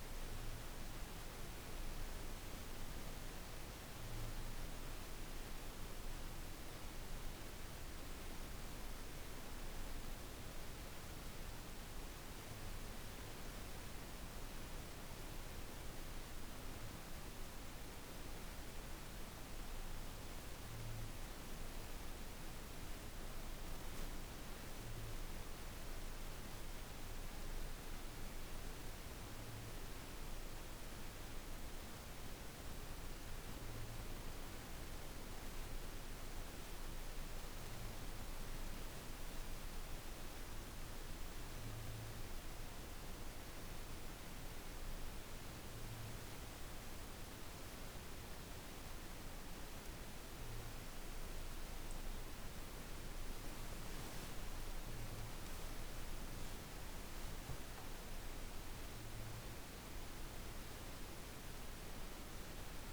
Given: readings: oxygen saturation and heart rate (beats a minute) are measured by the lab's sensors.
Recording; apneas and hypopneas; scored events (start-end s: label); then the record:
a person partly awake in a sleep study, hard to hear, by a room microphone; none
46.00-62.93 s: new sleep stage, awake
From the record:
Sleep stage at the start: N1 (lightest sleep); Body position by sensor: on the back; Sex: female